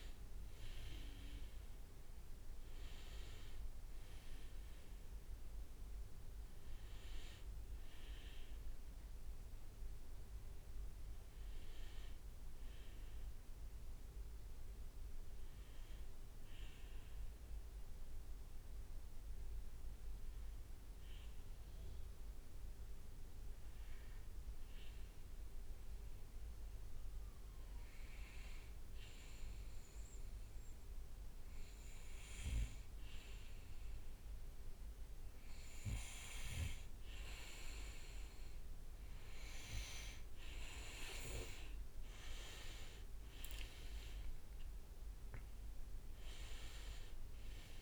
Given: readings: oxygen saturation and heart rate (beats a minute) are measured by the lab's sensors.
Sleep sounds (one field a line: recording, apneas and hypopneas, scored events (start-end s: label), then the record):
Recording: breathing in sleep by a room microphone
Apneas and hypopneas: 1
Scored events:
0.00-13.50 s: oxygen desaturation (device-marked, oxygen 93% lowest, heart rate 60 extreme)
12.50-15.50 s: arousal
17.50-34.00 s: hypopnea (oxygen 98% before, 94% lowest, heart rate 66 before, 60 extreme, up 6 after)
36.50-47.82 s: oxygen desaturation (device-marked, oxygen 98% before, 94% lowest, heart rate 61 before, 61 extreme)
40.00-44.50 s: arousal
From the record:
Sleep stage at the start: N2 (light sleep)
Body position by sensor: on the back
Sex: male